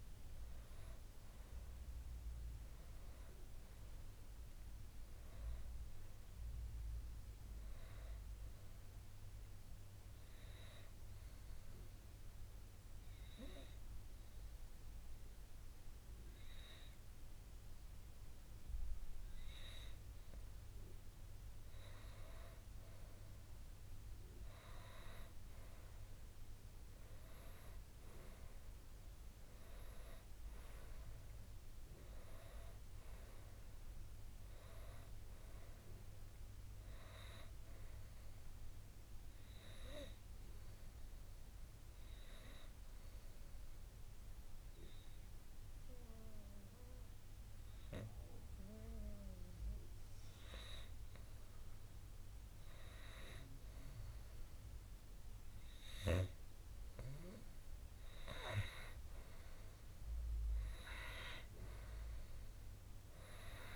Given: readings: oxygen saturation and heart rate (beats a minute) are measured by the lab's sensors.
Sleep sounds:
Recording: breathing in sleep by a room microphone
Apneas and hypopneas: 2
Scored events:
0.00-19.50 s: oxygen desaturation (device-marked, oxygen 90% lowest, heart rate 61 extreme)
9.00-20.00 s: obstructive apnea (oxygen 95% before, 90% lowest, heart rate 65 before, 61 extreme, up 3 after)
23.50-28.00 s: arousal
35.50-54.50 s: oxygen desaturation (device-marked, oxygen 95% before, 91% lowest, heart rate 64 before, 55 extreme)
38.50-51.00 s: obstructive apnea (oxygen 95% before, 91% lowest, heart rate 65 before, 55 extreme, up 2 after)
57.50-62.00 s: arousal
From the record:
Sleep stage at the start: N2 (light sleep)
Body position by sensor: on the right side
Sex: male

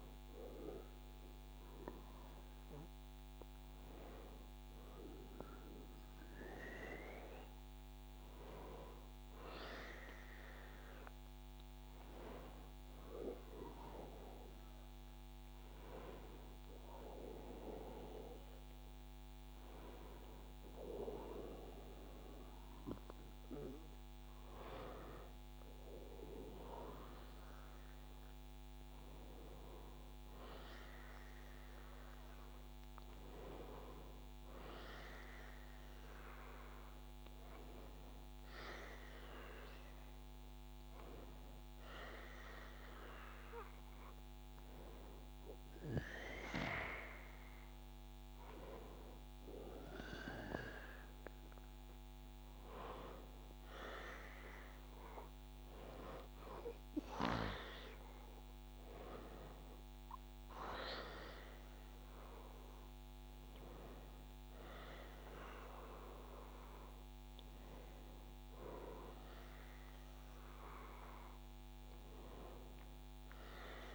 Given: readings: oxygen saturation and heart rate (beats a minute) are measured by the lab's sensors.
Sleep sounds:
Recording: a person awake in a sleep study, by a microphone on the trachea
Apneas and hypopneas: none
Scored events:
none scored
From the record:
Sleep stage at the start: awake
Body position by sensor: on the back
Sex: male

